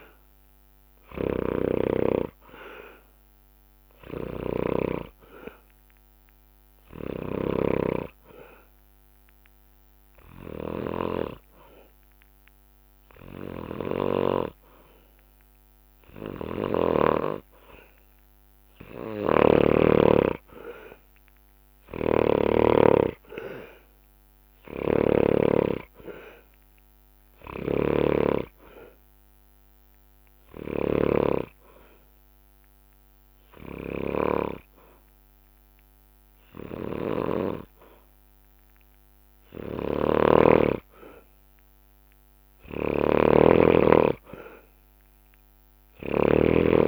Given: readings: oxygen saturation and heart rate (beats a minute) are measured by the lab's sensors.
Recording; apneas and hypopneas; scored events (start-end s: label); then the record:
breathing in sleep by a microphone on the trachea; 2
0.00-3.50 s: arousal
0.00-17.00 s: snoring (device-marked)
6.00-16.50 s: obstructive apnea (oxygen 97% before, 93% lowest, heart rate 66 before, 61 extreme, up 11 after)
20.50-24.50 s: arousal
21.50-25.00 s: snoring (device-marked)
27.00-46.88 s: snoring (device-marked)
28.50-40.00 s: hypopnea (oxygen 96% before, 93% lowest, heart rate 68 before, 59 extreme, up 2 after)
35.50-46.88 s: drop in pulse transit time (device-marked, heart rate 67 before, 61 extreme)
42.00-46.00 s: arousal
From the record:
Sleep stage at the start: N2 (light sleep); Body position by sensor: on the back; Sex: male